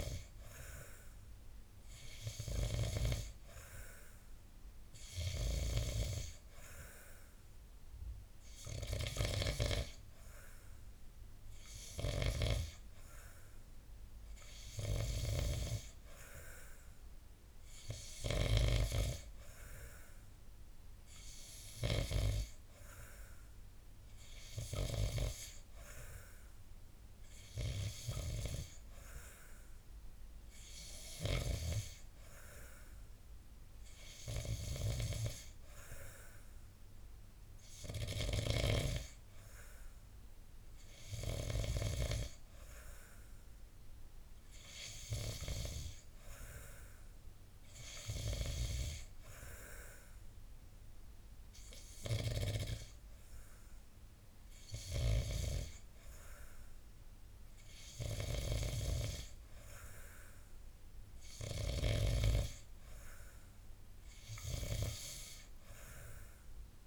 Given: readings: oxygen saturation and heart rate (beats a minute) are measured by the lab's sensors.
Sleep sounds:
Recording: breathing in sleep by a room microphone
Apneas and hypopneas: none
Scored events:
none scored
From the record:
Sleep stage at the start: N2 (light sleep)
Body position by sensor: on the back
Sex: male

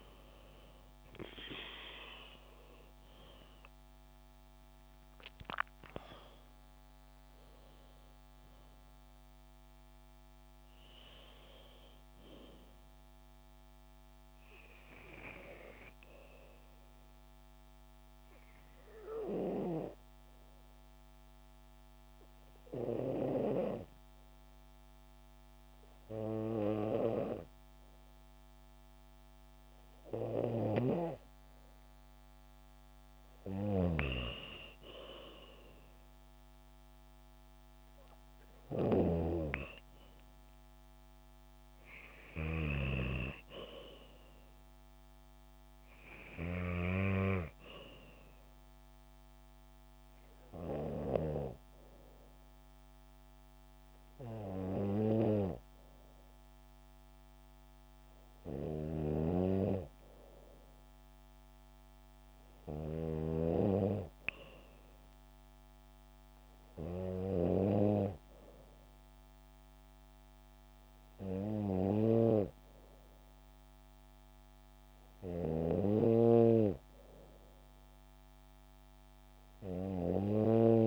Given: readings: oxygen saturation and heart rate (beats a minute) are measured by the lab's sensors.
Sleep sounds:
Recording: breathing in sleep by a microphone on the trachea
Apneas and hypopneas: 1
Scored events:
0.00-1.00 s: arousal
0.00-17.50 s: oxygen desaturation (device-marked, oxygen 92% lowest, heart rate 63 extreme)
16.50-32.50 s: obstructive apnea (oxygen 96% before, 91% lowest, heart rate 71 before, 63 extreme, up 6 after)
34.50-39.50 s: arousal
36.50-49.50 s: oxygen desaturation (device-marked, oxygen 96% before, 91% lowest, heart rate 68 before, 58 extreme)
39.00-43.00 s: snoring (device-marked)
59.00-63.50 s: snoring (device-marked)
60.50-65.50 s: bradycardia (device-marked, heart rate 70 before, 58 extreme)
76.00-80.87 s: snoring (device-marked)
From the record:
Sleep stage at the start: N2 (light sleep)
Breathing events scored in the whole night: 198 in 7.2 hours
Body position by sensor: on the back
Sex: female

